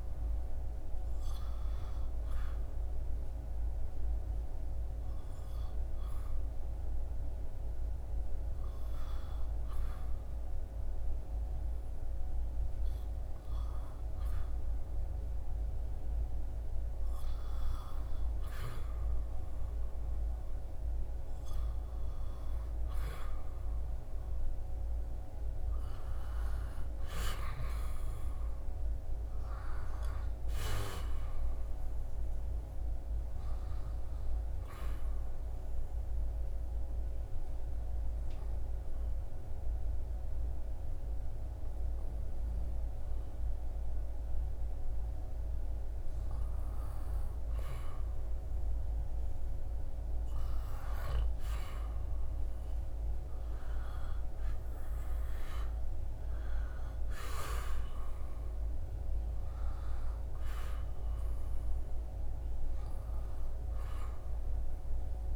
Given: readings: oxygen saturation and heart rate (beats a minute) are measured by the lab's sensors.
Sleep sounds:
breathing in sleep, hard to hear, by a room microphone; 2
1.00-15.00 s: hypopnea (oxygen 97% before, 94% lowest, heart rate 76 before, 71 extreme, up 6 after)
16.50-20.00 s: arousal
34.50-46.50 s: obstructive apnea (oxygen 98% before, 94% lowest, heart rate 77 before, 75 extreme, up 4 after)
49.50-53.00 s: arousal
55.50-65.36 s: oxygen desaturation (device-marked, oxygen 98% before, 94% lowest, heart rate 76 before, 74 extreme)
From the record:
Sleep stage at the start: N2 (light sleep); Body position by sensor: on the back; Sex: male

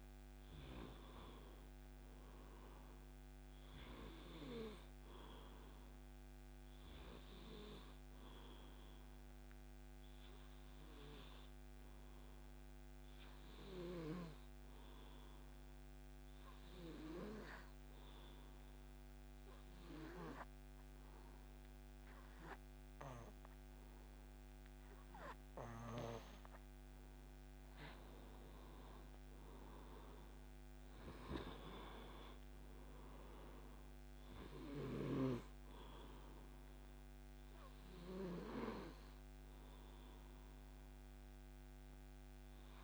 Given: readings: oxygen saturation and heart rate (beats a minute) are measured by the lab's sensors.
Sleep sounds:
breathing in sleep by a microphone on the trachea; 1
9.50-25.50 s: obstructive apnea (oxygen 97% before, 89% lowest)
28.50-32.00 s: arousal
32.00-42.84 s: oxygen desaturation (device-marked, oxygen 95% before, 90% lowest)
From the record:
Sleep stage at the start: N2 (light sleep); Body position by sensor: on the back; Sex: male

